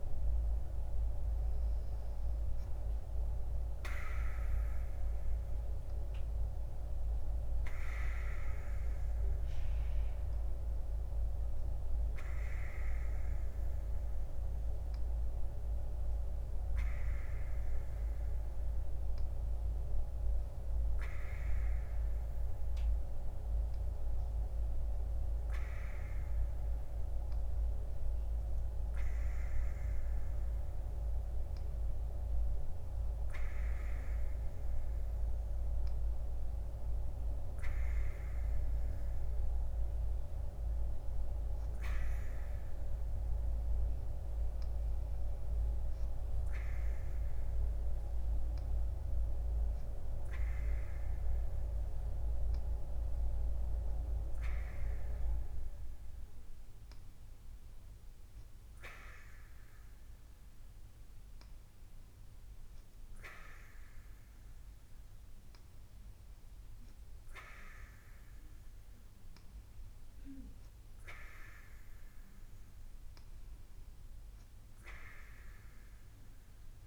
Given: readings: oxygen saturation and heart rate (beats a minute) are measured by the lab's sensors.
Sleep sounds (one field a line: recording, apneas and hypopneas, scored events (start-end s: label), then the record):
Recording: breathing in sleep by a room microphone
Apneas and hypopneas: none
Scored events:
2.00-4.00 s: bradycardia (device-marked, heart rate 72 before, 71 extreme)
From the record:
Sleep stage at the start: N2 (light sleep)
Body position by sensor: on the right side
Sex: female